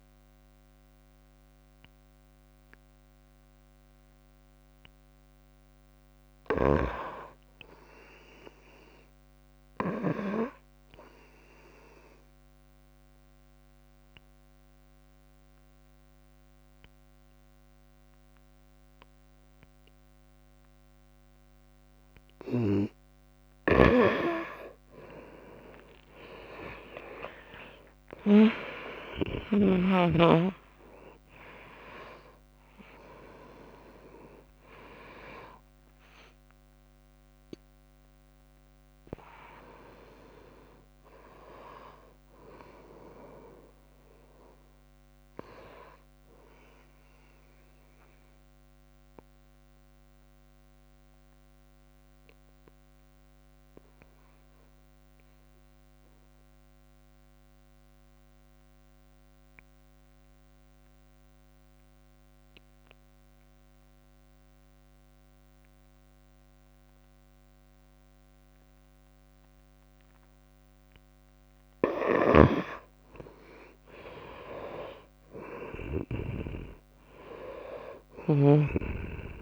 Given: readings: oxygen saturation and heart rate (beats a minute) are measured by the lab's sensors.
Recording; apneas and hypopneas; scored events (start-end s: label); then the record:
breathing in sleep by a microphone on the trachea; 2
0.00-2.50 s: drop in pulse transit time (device-marked, heart rate 63 extreme)
11.00-13.00 s: long interval between heartbeats (device-marked, heart rate 65 before, 72 extreme)
12.00-23.00 s: obstructive apnea (oxygen 98% before, 86% lowest, heart rate 65 before, 62 extreme, up 43 after)
16.50-52.50 s: oxygen desaturation (device-marked, oxygen 95% before, 86% lowest, heart rate 70 before, 61 extreme)
24.50-26.50 s: long interval between heartbeats (device-marked, heart rate 71 before, 85 extreme)
25.50-27.50 s: tachycardia (device-marked, heart rate 79 before, 100 extreme)
27.00-29.00 s: long interval between heartbeats (device-marked, heart rate 74 before, 97 extreme)
27.50-33.00 s: arousal
28.50-40.50 s: drop in pulse transit time (device-marked, heart rate 77 before, 80 extreme)
29.50-31.50 s: long interval between heartbeats (device-marked, heart rate 79 before, 94 extreme)
36.00-38.00 s: long interval between heartbeats (device-marked, heart rate 83 before, 82 extreme)
46.50-72.00 s: obstructive apnea (oxygen 94% before, 85% lowest, heart rate 86 before, 60 extreme, up 26 after)
70.50-79.42 s: oxygen desaturation (device-marked, oxygen 99% before, 85% lowest, heart rate 64 before, 60 extreme)
72.50-76.50 s: snoring (device-marked)
74.00-79.42 s: arousal
76.50-78.50 s: long interval between heartbeats (device-marked, heart rate 66 before, 88 extreme)
From the record:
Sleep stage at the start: N2 (light sleep); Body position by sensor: on the right side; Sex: female